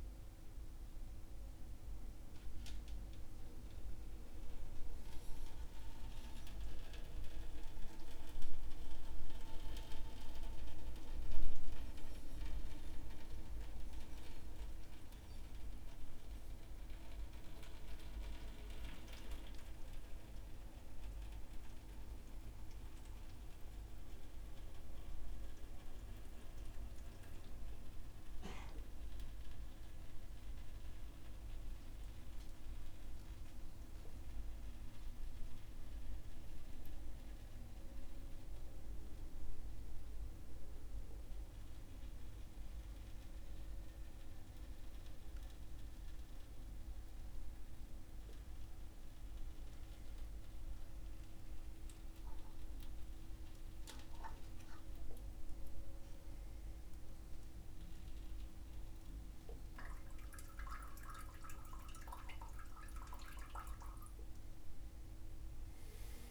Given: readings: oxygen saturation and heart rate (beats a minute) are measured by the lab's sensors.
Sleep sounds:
a person awake in a sleep study, by a room microphone; none
none scored
From the record:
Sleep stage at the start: awake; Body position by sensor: upright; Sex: male

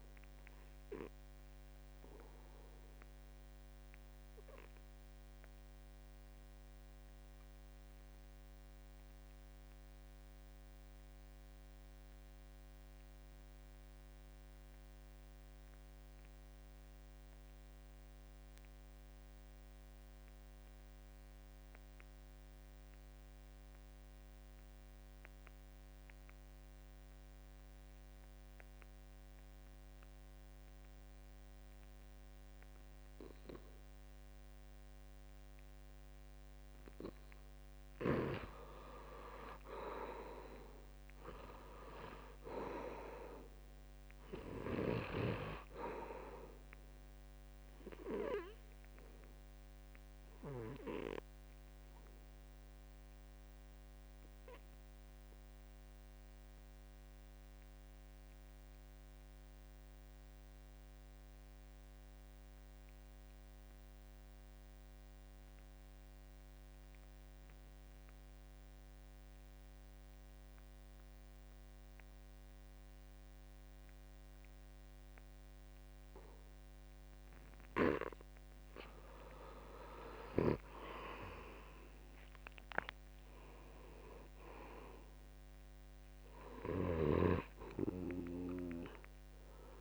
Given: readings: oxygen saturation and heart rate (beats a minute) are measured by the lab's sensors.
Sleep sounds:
breathing in sleep by a microphone on the trachea; 2
0.00-15.00 s: oxygen desaturation (device-marked, oxygen 75% lowest, heart rate 64 extreme)
2.00-38.00 s: obstructive apnea (oxygen 97% before, 74% lowest, heart rate 74 before, 64 extreme, up 8 after)
26.00-63.00 s: oxygen desaturation (device-marked, oxygen 96% before, 74% lowest, heart rate 67 before, 66 extreme)
41.00-44.50 s: arousal
51.00-78.00 s: obstructive apnea (oxygen 94% before, 74% lowest, heart rate 77 before, 66 extreme, up 21 after)
71.00-89.81 s: oxygen desaturation (device-marked, oxygen 96% before, 76% lowest, heart rate 70 before, 66 extreme)
72.50-74.50 s: long interval between heartbeats (device-marked, heart rate 70 before, 73 extreme)
75.00-77.00 s: long interval between heartbeats (device-marked, heart rate 70 before, 74 extreme)
77.00-79.00 s: long interval between heartbeats (device-marked, heart rate 70 before, 75 extreme)
80.50-82.50 s: long interval between heartbeats (device-marked, heart rate 72 before, 85 extreme)
84.00-88.50 s: arousal
From the record:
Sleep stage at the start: N2 (light sleep); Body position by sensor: on the back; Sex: male

